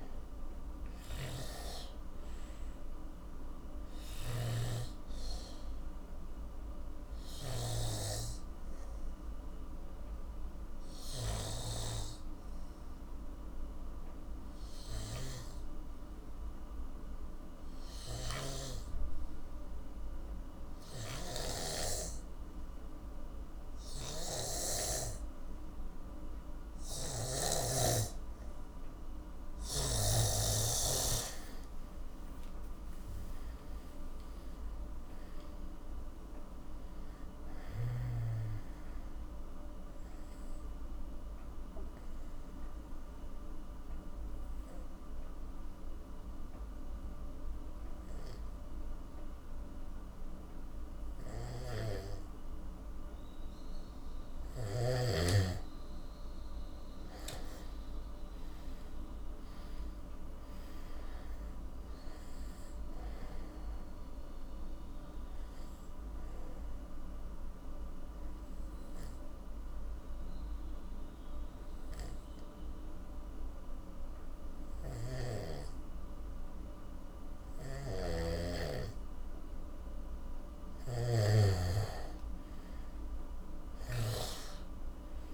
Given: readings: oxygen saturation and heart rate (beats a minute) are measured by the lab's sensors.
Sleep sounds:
breathing in sleep by a room microphone; 3
0.00-1.00 s: arousal
1.00-11.50 s: snoring (device-marked)
2.00-21.00 s: oxygen desaturation (device-marked, oxygen 97% before, 87% lowest, heart rate 56 before, 51 extreme)
7.50-29.50 s: obstructive apnea (oxygen 97% before, 87% lowest, heart rate 59 before, 52 extreme, up 18 after)
18.00-25.00 s: snoring (device-marked)
27.00-58.00 s: oxygen desaturation (device-marked, oxygen 97% before, 88% lowest, heart rate 55 before, 46 extreme)
33.00-36.50 s: arousal
39.00-53.50 s: obstructive apnea (oxygen 97% before, 87% lowest, heart rate 64 before, 46 extreme, up 21 after)
57.00-60.50 s: arousal
60.00-79.00 s: oxygen desaturation (device-marked, oxygen 98% before, 87% lowest, heart rate 57 before, 46 extreme)
64.00-80.50 s: obstructive apnea (oxygen 98% before, 87% lowest, heart rate 60 before, 49 extreme, up 22 after)
74.50-84.00 s: snoring (device-marked)
83.00-85.34 s: arousal
From the record:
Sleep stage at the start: N2 (light sleep); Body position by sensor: on the back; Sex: male

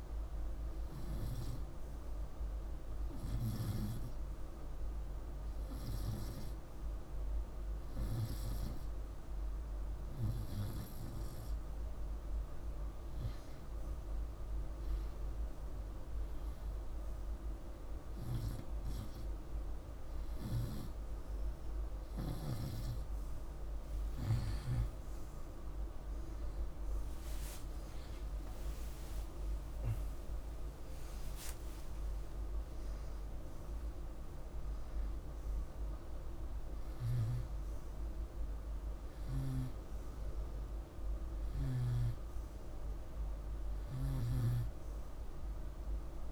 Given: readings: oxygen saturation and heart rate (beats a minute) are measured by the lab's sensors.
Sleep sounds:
breathing in sleep by a room microphone; none
23.50-28.50 s: arousal
From the record:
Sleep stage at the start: REM sleep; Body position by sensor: on the right side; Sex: male

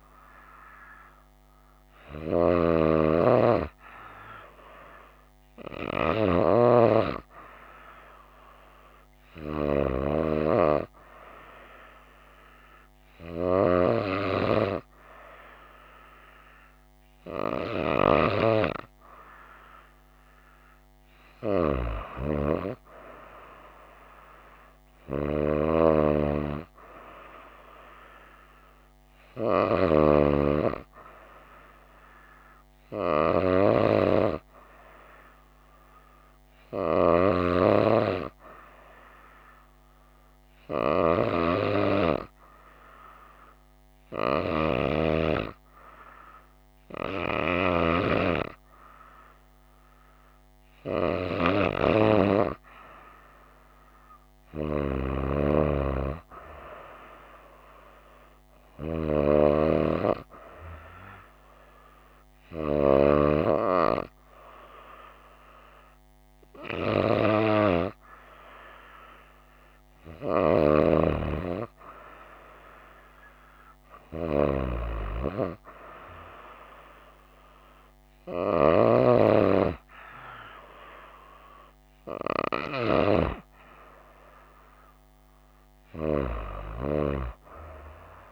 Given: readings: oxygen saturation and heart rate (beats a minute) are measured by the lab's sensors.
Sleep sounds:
breathing in sleep by a microphone on the trachea; 1
39.00-50.00 s: hypopnea (oxygen 95% before, 94% lowest, heart rate 60 before, 57 extreme, up 5 after)
53.00-56.50 s: arousal
From the record:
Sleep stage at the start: N2 (light sleep); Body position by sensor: on the right side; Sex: female

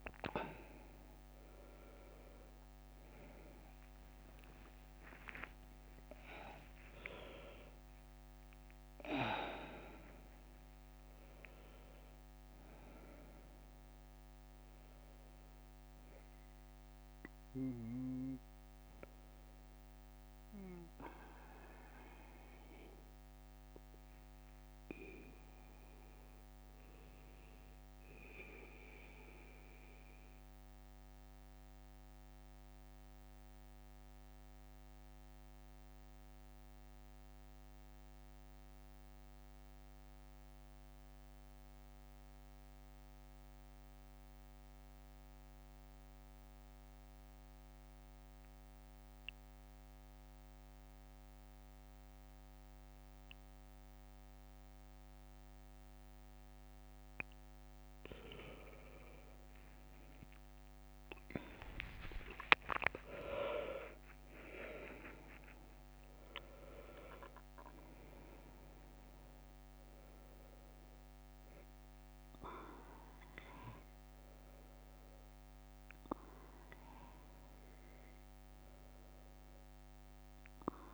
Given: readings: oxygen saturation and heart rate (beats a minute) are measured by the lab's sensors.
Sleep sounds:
breathing in sleep by a microphone on the trachea; 1
0.00-18.00 s: oxygen desaturation (device-marked, oxygen 90% lowest, heart rate 64 extreme)
1.50-6.00 s: arousal
2.50-9.00 s: leg movement (device-marked)
22.00-57.50 s: obstructive apnea (oxygen 93% before, 90% lowest, heart rate 74 before, 64 extreme, up 10 after)
51.00-80.94 s: oxygen desaturation (device-marked, oxygen 98% before, 90% lowest, heart rate 65 before, 63 extreme)
59.50-64.00 s: arousal
From the record:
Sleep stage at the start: N2 (light sleep); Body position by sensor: on the back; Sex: male

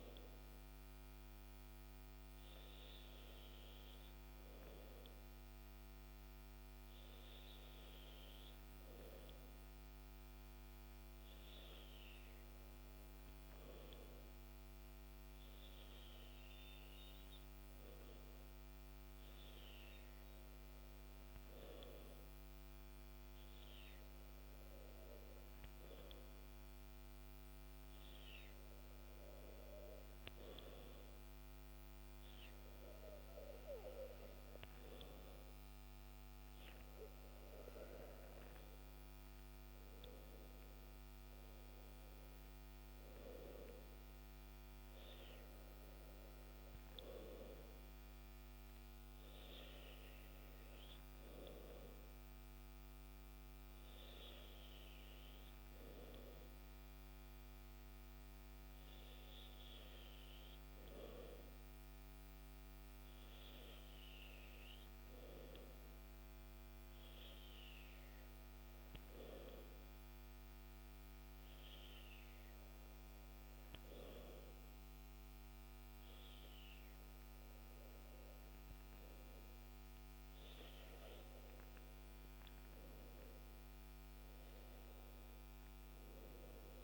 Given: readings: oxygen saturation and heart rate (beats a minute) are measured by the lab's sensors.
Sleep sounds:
breathing in sleep by a microphone on the trachea; 2
5.50-34.50 s: hypopnea (oxygen 95% before, 94% lowest, heart rate 70 before, 62 extreme, up 7 after)
37.50-41.00 s: arousal
61.00-79.00 s: hypopnea (oxygen 96% before, 94% lowest, heart rate 66 before, 64 extreme, up 9 after)
79.00-83.50 s: arousal
From the record:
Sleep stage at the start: N2 (light sleep); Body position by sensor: on the back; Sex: male

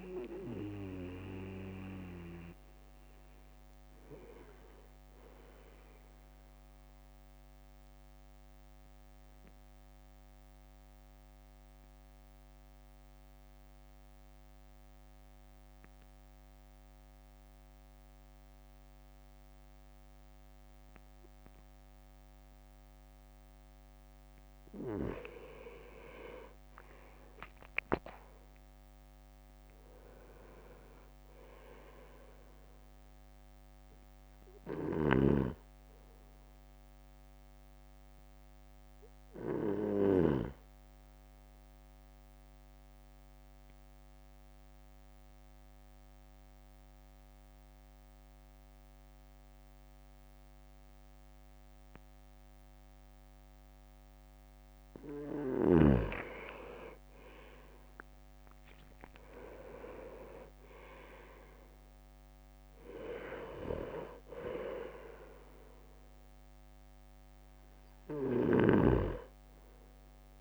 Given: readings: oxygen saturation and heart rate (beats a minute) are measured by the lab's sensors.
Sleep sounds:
breathing in sleep by a microphone on the trachea; 2
0.00-4.50 s: oxygen desaturation (device-marked, oxygen 95% lowest, heart rate 53 extreme)
6.00-24.00 s: mixed apnea (oxygen 99% before, 95% lowest, heart rate 57 before, 54 extreme, up 5 after)
23.50-25.50 s: leg movement (device-marked)
26.50-30.00 s: arousal
26.50-38.50 s: drop in pulse transit time (device-marked, heart rate 55 before, 55 extreme)
35.00-40.50 s: snoring (device-marked)
37.50-55.00 s: obstructive apnea (oxygen 100% before, 96% lowest, heart rate 57 before, 52 extreme, up 7 after)
58.00-61.50 s: arousal
58.50-70.41 s: drop in pulse transit time (device-marked, heart rate 54 before, 52 extreme)
From the record:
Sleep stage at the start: N2 (light sleep); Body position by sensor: on the right side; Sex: male

